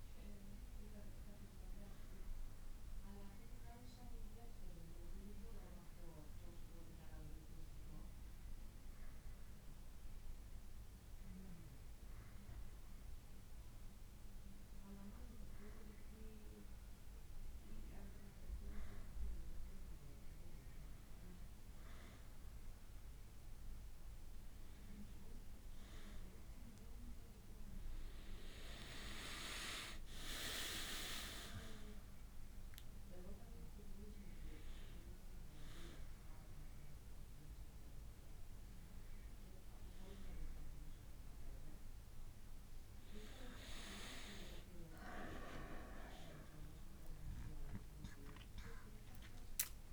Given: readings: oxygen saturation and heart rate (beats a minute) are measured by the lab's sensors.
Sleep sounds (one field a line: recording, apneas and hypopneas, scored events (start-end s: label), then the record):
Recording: breathing in sleep by a room microphone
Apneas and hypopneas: none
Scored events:
20.00-41.00 s: oxygen desaturation (device-marked, oxygen 93% before, 90% lowest, heart rate 77 before, 75 extreme)
47.50-49.92 s: arousal
From the record:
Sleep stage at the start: N1 (lightest sleep)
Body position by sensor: on the back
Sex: male